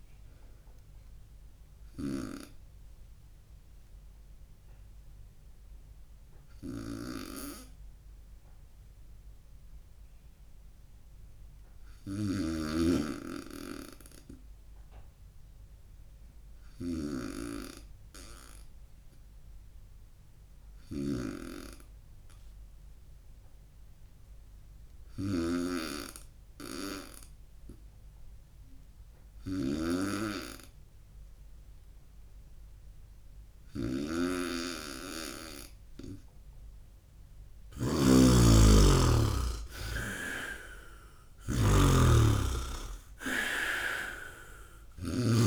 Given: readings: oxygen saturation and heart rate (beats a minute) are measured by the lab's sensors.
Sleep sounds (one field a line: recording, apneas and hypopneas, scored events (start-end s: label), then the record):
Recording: breathing in sleep by a room microphone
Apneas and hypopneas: 1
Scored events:
2.00-38.00 s: snoring (device-marked)
3.00-35.00 s: obstructive apnea (oxygen 98% before, 92% lowest, heart rate 70 before, 63 extreme, up 6 after)
16.00-23.00 s: oxygen desaturation (device-marked, oxygen 97% before, 94% lowest, heart rate 69 before, 63 extreme)
38.00-42.00 s: arousal
From the record:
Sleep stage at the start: N2 (light sleep)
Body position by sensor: on the right side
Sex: male